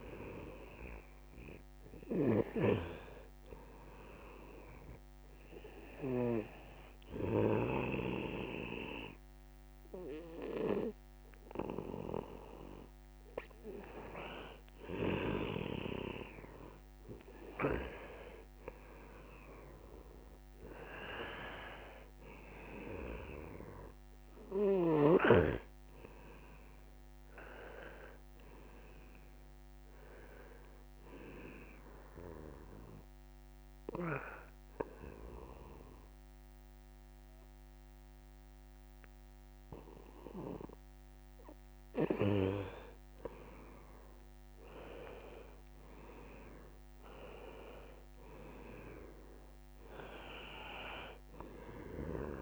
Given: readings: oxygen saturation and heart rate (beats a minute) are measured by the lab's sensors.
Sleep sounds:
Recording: breathing in sleep by a microphone on the trachea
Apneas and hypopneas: 2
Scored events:
0.00-2.00 s: arousal
4.50-15.50 s: hypopnea (oxygen 94% before, 88% lowest, heart rate 121 before, 120 extreme, up 60 after)
21.00-25.00 s: arousal
32.00-42.50 s: obstructive apnea (oxygen 94% before, 88% lowest, heart rate 158 before, 126 extreme, up 59 after)
44.50-48.00 s: arousal
From the record:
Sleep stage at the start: N2 (light sleep)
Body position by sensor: on the right side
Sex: male

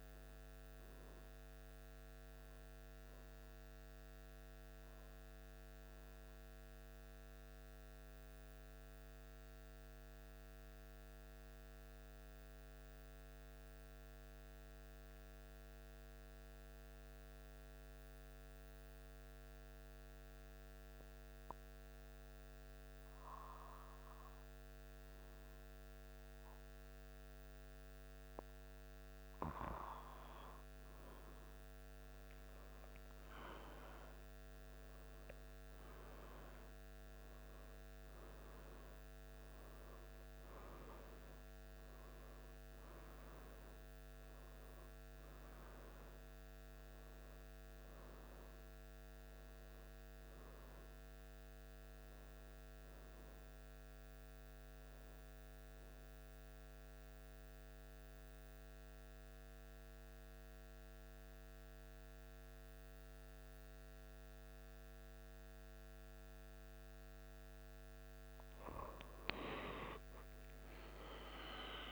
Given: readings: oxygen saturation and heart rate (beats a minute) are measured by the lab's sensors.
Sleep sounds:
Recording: breathing in sleep by a microphone on the trachea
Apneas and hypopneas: 2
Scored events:
0.00-13.50 s: oxygen desaturation (device-marked, oxygen 90% lowest, heart rate 73 extreme)
7.00-29.00 s: mixed apnea (oxygen 96% before, 90% lowest, heart rate 76 before, 73 extreme, up 4 after)
15.50-71.92 s: new sleep stage, N2 (light sleep)
31.50-37.00 s: arousal
56.50-67.50 s: central apnea (oxygen 98% before, 94% lowest, heart rate 76 before, 74 extreme, up 2 after)
69.50-71.92 s: arousal
From the record:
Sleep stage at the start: N1 (lightest sleep)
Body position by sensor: on the back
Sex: male

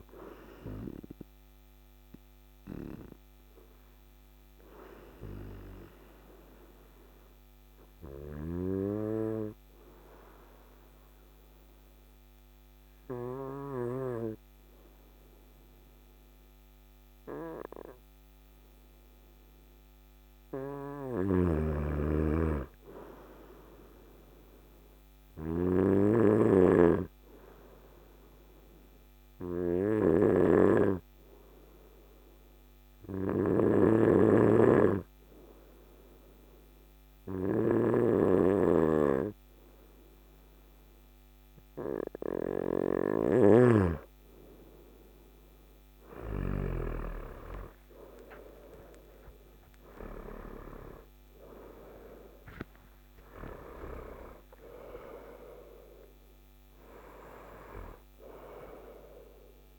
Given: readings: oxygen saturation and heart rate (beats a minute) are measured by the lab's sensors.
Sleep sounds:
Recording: breathing in sleep by a microphone on the trachea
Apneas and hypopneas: 2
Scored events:
0.00-14.50 s: oxygen desaturation (device-marked, oxygen 93% lowest, heart rate 54 extreme)
1.00-17.00 s: obstructive apnea (oxygen 100% before, 93% lowest, heart rate 61 before, 54 extreme, up 4 after)
20.50-24.00 s: arousal
20.50-26.00 s: snoring (device-marked)
26.50-42.50 s: obstructive apnea (oxygen 99% before, 94% lowest, heart rate 55 before, 55 extreme, up 6 after)
47.00-53.00 s: arousal
From the record:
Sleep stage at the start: N2 (light sleep)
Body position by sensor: on the right side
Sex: male

